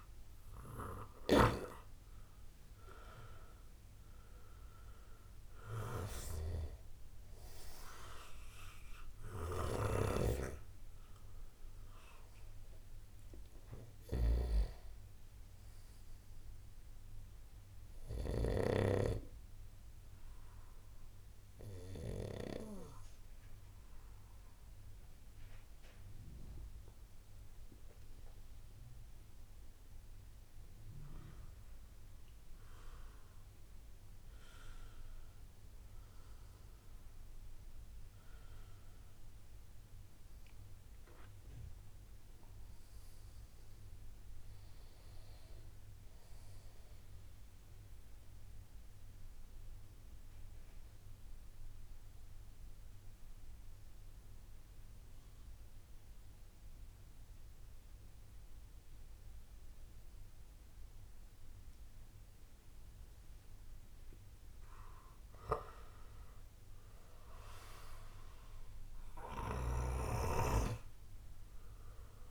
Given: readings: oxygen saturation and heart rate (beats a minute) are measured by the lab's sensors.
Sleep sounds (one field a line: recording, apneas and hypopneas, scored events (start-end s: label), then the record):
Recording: breathing in sleep by a room microphone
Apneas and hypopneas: 2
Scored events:
0.00-1.00 s: arousal
0.00-18.50 s: snoring (device-marked)
20.00-31.50 s: obstructive apnea (oxygen 97% before, 93% lowest, heart rate 64 before, 72 extreme, up 8 after)
35.50-40.50 s: arousal
47.50-64.00 s: obstructive apnea (oxygen 98% before, 94% lowest, heart rate 78 before, 37 extreme, up 5 after)
66.50-70.00 s: arousal
From the record:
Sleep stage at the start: N2 (light sleep)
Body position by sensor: on the right side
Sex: male